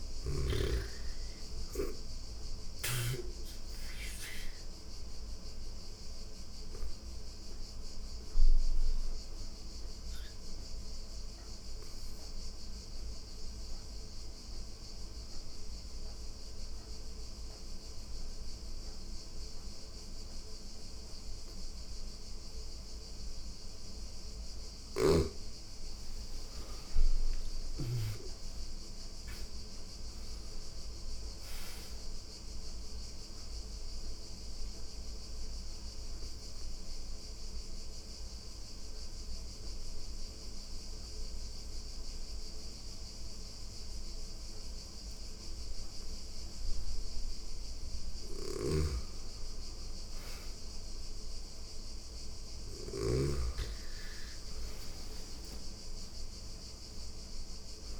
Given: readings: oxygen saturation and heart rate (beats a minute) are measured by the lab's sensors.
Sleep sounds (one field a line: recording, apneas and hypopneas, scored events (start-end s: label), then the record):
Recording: breathing in sleep by a room microphone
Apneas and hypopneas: 2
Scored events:
0.00-15.50 s: oxygen desaturation (device-marked, oxygen 89% lowest, heart rate 85 extreme)
4.50-24.00 s: obstructive apnea (oxygen 99% before, 87% lowest, heart rate 86 before, 83 extreme, up 7 after)
25.50-29.00 s: arousal
26.50-44.50 s: oxygen desaturation (device-marked, oxygen 99% before, 87% lowest, heart rate 88 before, 83 extreme)
32.50-46.50 s: obstructive apnea (oxygen 99% before, 87% lowest, heart rate 88 before, 83 extreme, up 5 after)
47.50-58.00 s: snoring (device-marked)
49.00-53.50 s: arousal
54.50-58.00 s: oxygen desaturation (device-marked, oxygen 99% before, 90% lowest, heart rate 86 before, 84 extreme)
From the record:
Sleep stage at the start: N2 (light sleep)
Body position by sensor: on the back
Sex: female